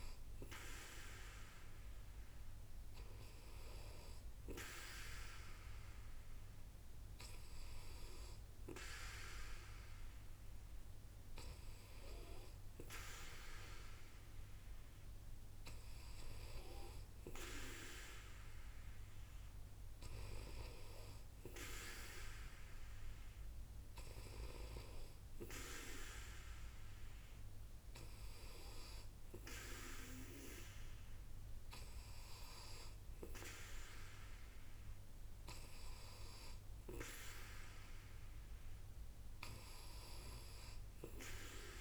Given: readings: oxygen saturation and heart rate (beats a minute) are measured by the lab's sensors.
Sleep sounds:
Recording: breathing in sleep by a room microphone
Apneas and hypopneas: none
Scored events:
none scored
From the record:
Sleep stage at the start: N2 (light sleep)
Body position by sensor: on the back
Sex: female

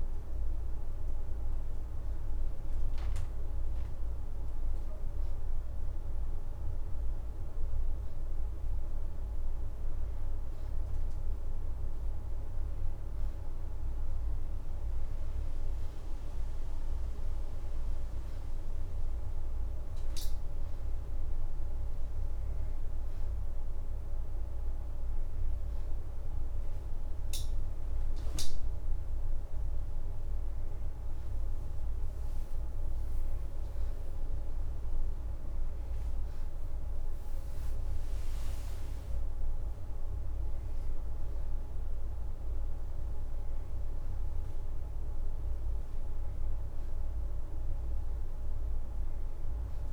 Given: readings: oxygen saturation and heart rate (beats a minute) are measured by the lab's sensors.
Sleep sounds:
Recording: breathing in sleep, hard to hear, by a room microphone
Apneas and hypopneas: none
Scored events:
14.50-29.50 s: oxygen desaturation (device-marked, oxygen 95% before, 90% lowest, heart rate 82 before, 83 extreme)
15.50-18.50 s: leg movement (device-marked)
37.50-39.50 s: leg movement (device-marked)
From the record:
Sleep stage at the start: N1 (lightest sleep)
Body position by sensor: on the back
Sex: female

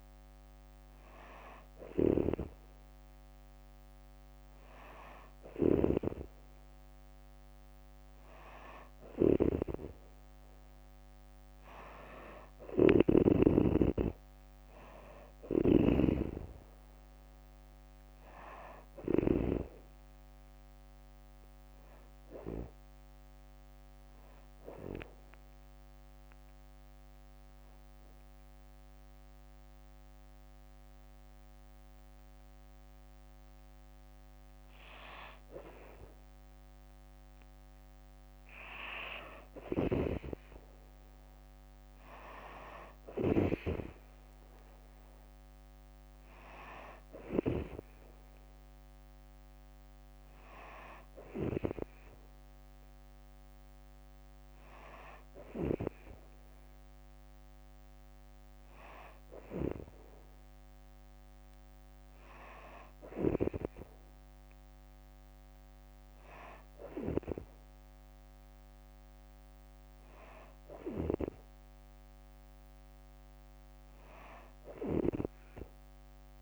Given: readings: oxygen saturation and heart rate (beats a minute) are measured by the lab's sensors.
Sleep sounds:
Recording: breathing in sleep by a microphone on the trachea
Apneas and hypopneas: 1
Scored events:
0.00-19.00 s: snoring (device-marked)
12.00-25.00 s: drop in pulse transit time (device-marked, heart rate 67 before, 65 extreme)
23.50-34.50 s: hypopnea (oxygen 95% before, 91% lowest, heart rate 68 before, 63 extreme, up 2 after)
39.00-51.00 s: snoring (device-marked)
39.50-42.00 s: arousal
44.00-58.00 s: oxygen desaturation (device-marked, oxygen 97% before, 91% lowest, heart rate 64 before, 64 extreme)
74.00-76.42 s: snoring (device-marked)
From the record:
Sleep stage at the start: N3 (deep sleep)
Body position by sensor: on the back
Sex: female

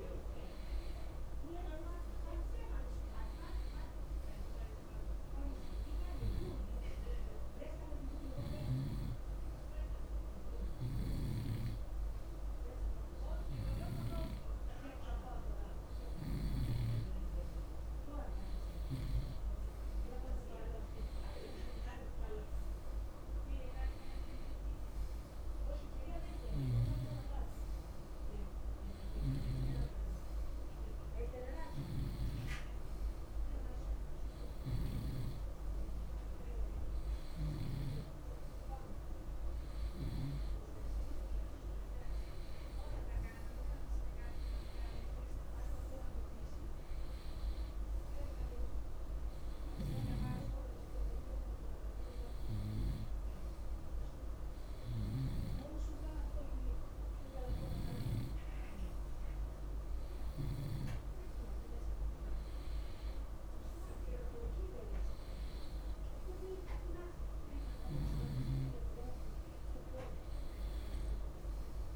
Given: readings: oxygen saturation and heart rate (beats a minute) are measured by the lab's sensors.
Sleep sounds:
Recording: breathing in sleep by a room microphone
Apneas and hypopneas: none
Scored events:
none scored
From the record:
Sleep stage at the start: N2 (light sleep)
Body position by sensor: on the right side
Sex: male

